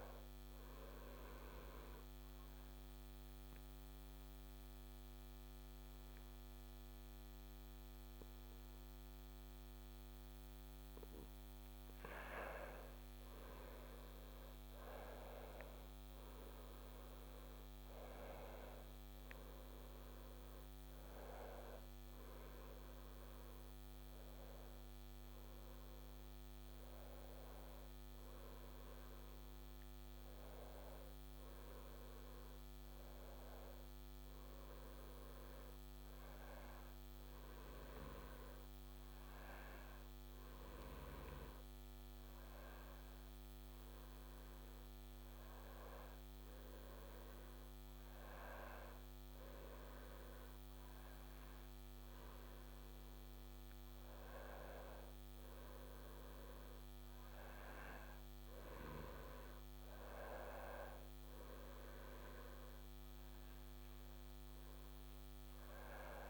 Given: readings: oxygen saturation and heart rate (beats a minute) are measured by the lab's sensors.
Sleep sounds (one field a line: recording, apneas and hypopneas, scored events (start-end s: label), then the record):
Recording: breathing in sleep by a microphone on the trachea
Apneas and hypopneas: 1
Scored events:
2.00-12.00 s: obstructive apnea (oxygen 96% before, 91% lowest, heart rate 75 before, 72 extreme, up 3 after)
14.00-18.50 s: arousal
17.50-34.50 s: oxygen desaturation (device-marked, oxygen 95% before, 91% lowest, heart rate 73 before, 70 extreme)
From the record:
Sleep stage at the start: N2 (light sleep)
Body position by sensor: on the back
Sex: male